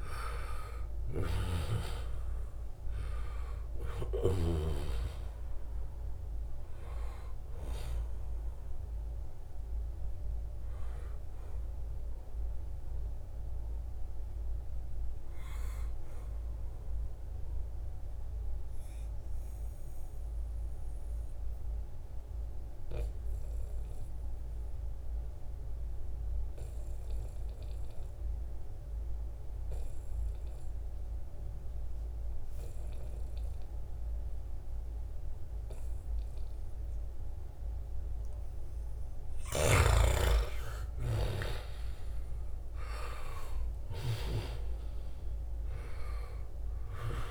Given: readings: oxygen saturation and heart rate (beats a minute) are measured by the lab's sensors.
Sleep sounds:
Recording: breathing in sleep by a room microphone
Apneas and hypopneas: 1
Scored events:
0.00-18.50 s: oxygen desaturation (device-marked, oxygen 88% lowest, heart rate 66 extreme)
0.50-4.00 s: snoring (device-marked)
15.00-38.00 s: obstructive apnea (oxygen 96% before, 92% lowest, heart rate 78 before, 72 extreme, up 15 after)
36.50-47.31 s: oxygen desaturation (device-marked, oxygen 98% before, 92% lowest, heart rate 75 before, 80 extreme)
39.50-43.00 s: arousal
42.50-44.50 s: long interval between heartbeats (device-marked, heart rate 74 before, 84 extreme)
From the record:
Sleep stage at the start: N2 (light sleep)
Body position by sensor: on the right side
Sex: male

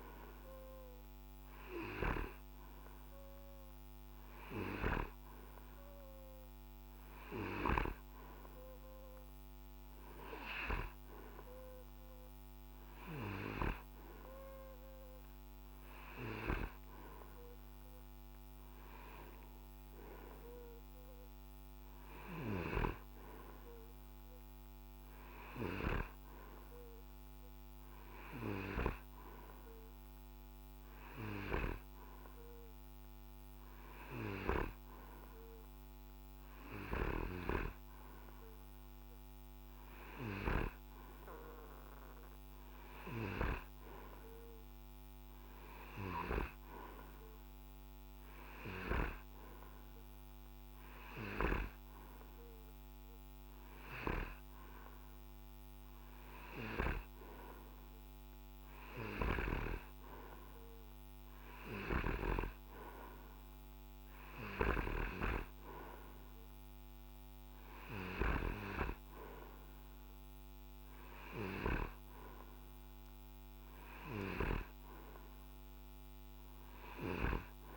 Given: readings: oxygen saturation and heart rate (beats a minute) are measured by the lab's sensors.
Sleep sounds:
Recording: breathing in sleep by a microphone on the trachea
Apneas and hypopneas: none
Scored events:
none scored
From the record:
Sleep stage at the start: N2 (light sleep)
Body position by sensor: on the right side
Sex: male

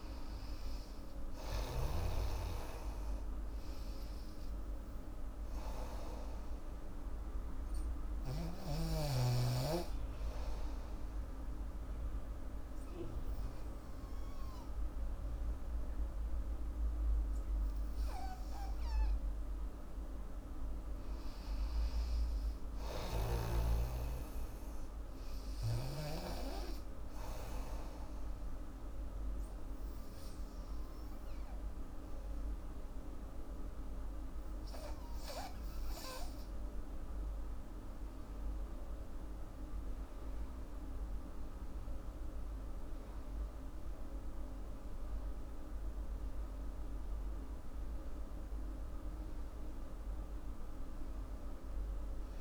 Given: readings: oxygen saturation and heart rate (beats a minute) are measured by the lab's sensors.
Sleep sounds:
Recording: breathing in sleep by a room microphone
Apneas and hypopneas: 2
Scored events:
0.00-1.50 s: arousal
0.00-17.50 s: oxygen desaturation (device-marked, oxygen 91% lowest, heart rate 69 extreme)
10.50-21.00 s: obstructive apnea (oxygen 96% before, 91% lowest, heart rate 80 before, 75 extreme, up 12 after)
22.00-25.00 s: arousal
23.00-26.50 s: snoring (device-marked)
26.50-37.50 s: oxygen desaturation (device-marked, oxygen 98% before, 92% lowest, heart rate 76 before, 75 extreme)
27.00-38.00 s: obstructive apnea (oxygen 98% before, 88% lowest, heart rate 76 before, 75 extreme, up 13 after)
39.50-43.00 s: arousal
43.50-52.41 s: oxygen desaturation (device-marked, oxygen 96% before, 91% lowest, heart rate 79 before, 81 extreme)
From the record:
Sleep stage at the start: N2 (light sleep)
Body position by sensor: on the back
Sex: female

